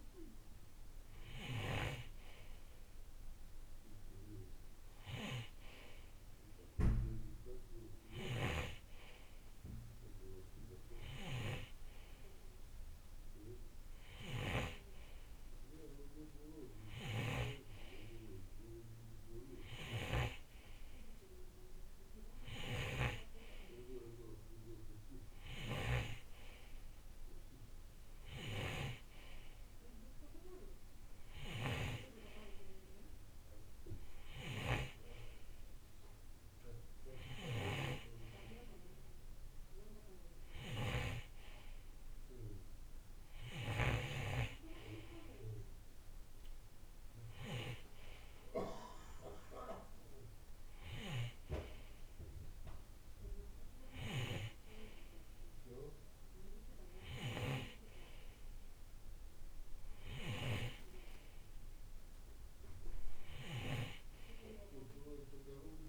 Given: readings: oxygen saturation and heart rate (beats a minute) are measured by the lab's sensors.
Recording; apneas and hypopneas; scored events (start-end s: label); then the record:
breathing in sleep by a room microphone; none
0.00-15.00 s: snoring (device-marked)
17.00-23.50 s: snoring (device-marked)
25.50-44.00 s: snoring (device-marked)
51.00-65.88 s: snoring (device-marked)
From the record:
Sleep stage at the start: N2 (light sleep); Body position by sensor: on the right side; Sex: male